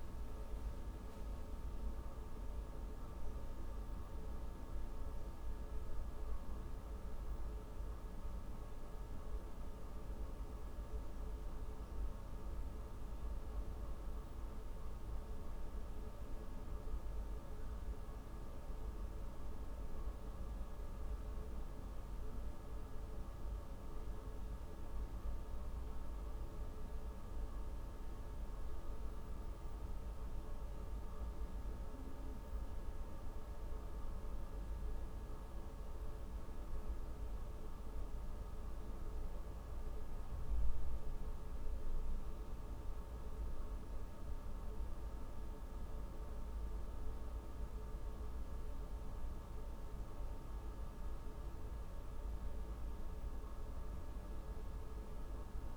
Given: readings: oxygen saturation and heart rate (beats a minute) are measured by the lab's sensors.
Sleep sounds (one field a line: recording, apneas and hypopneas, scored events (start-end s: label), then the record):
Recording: breathing in sleep, hard to hear, by a room microphone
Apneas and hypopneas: none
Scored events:
none scored
From the record:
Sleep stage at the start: N1 (lightest sleep)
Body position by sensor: on the back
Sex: female